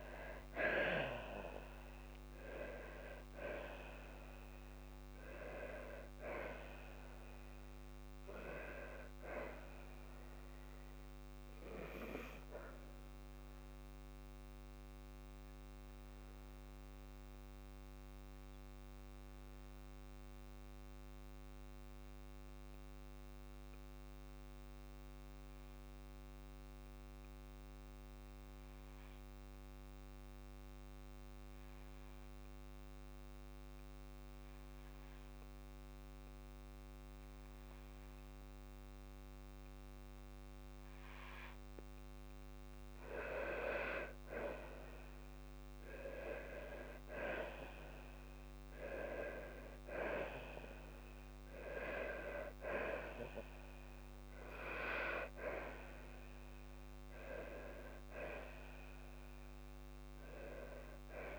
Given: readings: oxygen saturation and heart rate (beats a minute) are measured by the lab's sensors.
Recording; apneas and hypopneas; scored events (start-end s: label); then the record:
breathing in sleep by a microphone on the trachea; 1
12.50-41.50 s: obstructive apnea (oxygen 98% before, 92% lowest, heart rate 58 before, 52 extreme, up 5 after)
29.00-41.00 s: oxygen desaturation (device-marked, oxygen 98% before, 92% lowest, heart rate 54 before, 54 extreme)
45.00-49.50 s: arousal
From the record:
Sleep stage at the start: N2 (light sleep); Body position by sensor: on the left side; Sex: female